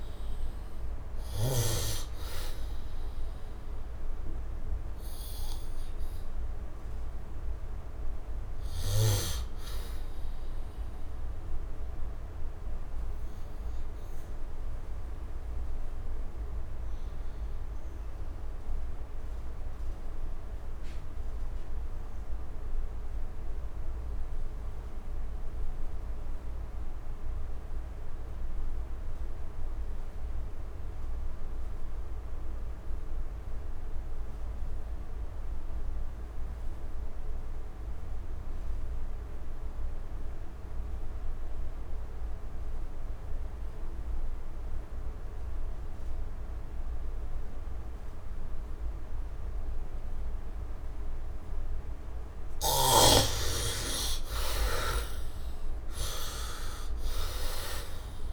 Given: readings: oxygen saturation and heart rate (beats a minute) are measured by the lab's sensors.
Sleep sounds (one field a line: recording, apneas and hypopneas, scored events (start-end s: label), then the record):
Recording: breathing in sleep by a room microphone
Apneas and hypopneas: 1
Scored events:
0.00-1.00 s: snoring (device-marked)
0.00-17.00 s: oxygen desaturation (device-marked, oxygen 66% lowest, heart rate 67 extreme)
7.00-52.00 s: obstructive apnea (oxygen 98% before, 61% lowest, heart rate 78 before, 57 extreme, up 17 after)
35.00-58.32 s: oxygen desaturation (device-marked, oxygen 99% before, 61% lowest, heart rate 72 before, 57 extreme)
52.00-58.32 s: snoring (device-marked)
53.50-58.32 s: arousal
From the record:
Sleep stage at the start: N2 (light sleep)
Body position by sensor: on the back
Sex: male